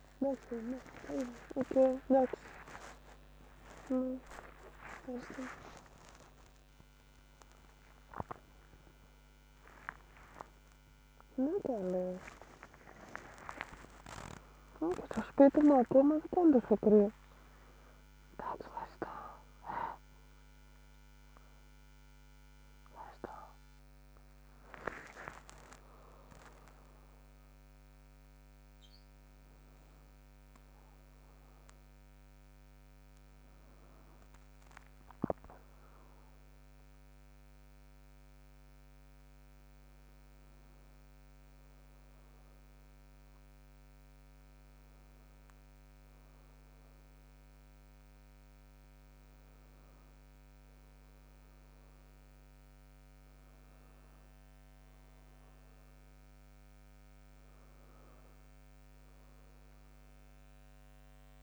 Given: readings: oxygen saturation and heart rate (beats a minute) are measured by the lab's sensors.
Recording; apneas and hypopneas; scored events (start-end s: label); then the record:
a person awake in a sleep study, by a microphone on the trachea; none
1.00-3.00 s: long interval between heartbeats (device-marked, heart rate 109 before, 160 extreme)
3.50-5.50 s: long interval between heartbeats (device-marked, heart rate 113 before, 161 extreme)
6.00-8.00 s: long interval between heartbeats (device-marked, heart rate 118 before, 172 extreme)
10.50-16.50 s: oxygen desaturation (device-marked, oxygen 98% before, 95% lowest, heart rate 140 before, 67 extreme)
13.00-15.00 s: long interval between heartbeats (device-marked, heart rate 144 before, 86 extreme)
15.00-17.00 s: long interval between heartbeats (device-marked, heart rate 143 before, 90 extreme)
25.50-27.50 s: long interval between heartbeats (device-marked, heart rate 99 before, 75 extreme)
30.50-32.50 s: long interval between heartbeats (device-marked, heart rate 80 before, 74 extreme)
41.00-43.00 s: long interval between heartbeats (device-marked, heart rate 72 before, 87 extreme)
46.00-48.00 s: long interval between heartbeats (device-marked, heart rate 77 before, 106 extreme)
50.50-52.50 s: long interval between heartbeats (device-marked, heart rate 83 before, 105 extreme)
From the record:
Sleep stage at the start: awake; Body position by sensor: on the right side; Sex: female